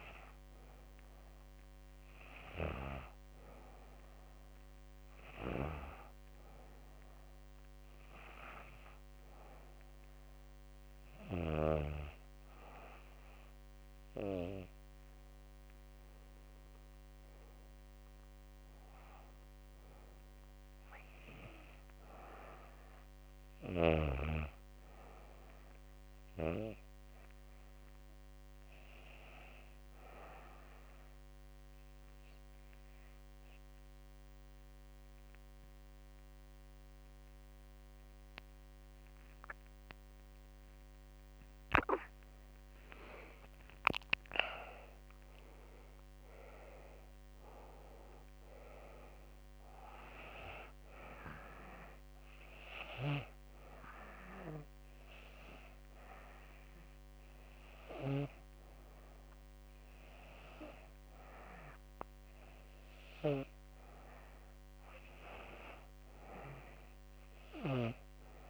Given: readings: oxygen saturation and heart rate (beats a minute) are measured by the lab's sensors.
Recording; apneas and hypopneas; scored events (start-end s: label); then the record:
breathing in sleep by a microphone on the trachea; 2
29.50-40.00 s: obstructive apnea (oxygen 93% before, 85% lowest, heart rate 80 before, 69 extreme, up 14 after)
42.00-46.00 s: arousal
51.00-63.00 s: hypopnea (oxygen 93% before, 85% lowest, heart rate 75 before, 78 extreme, up 1 after)
53.50-63.50 s: oxygen desaturation (device-marked, oxygen 91% before, 85% lowest, heart rate 77 before, 78 extreme)
61.50-68.50 s: new sleep stage, REM sleep
66.00-68.50 s: arousal
From the record:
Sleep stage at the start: N2 (light sleep); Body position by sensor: on the back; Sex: female